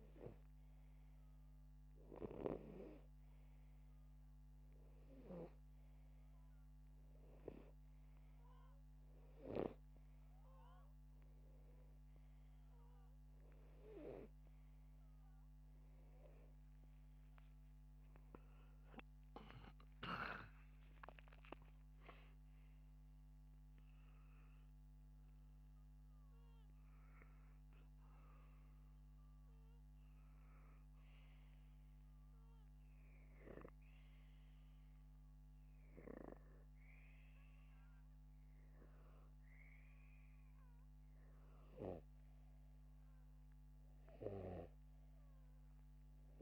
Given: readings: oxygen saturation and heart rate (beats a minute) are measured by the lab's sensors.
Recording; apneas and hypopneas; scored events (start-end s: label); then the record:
breathing in sleep by a microphone on the trachea; none
17.00-22.00 s: arousal
From the record:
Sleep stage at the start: N2 (light sleep); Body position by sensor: upright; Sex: male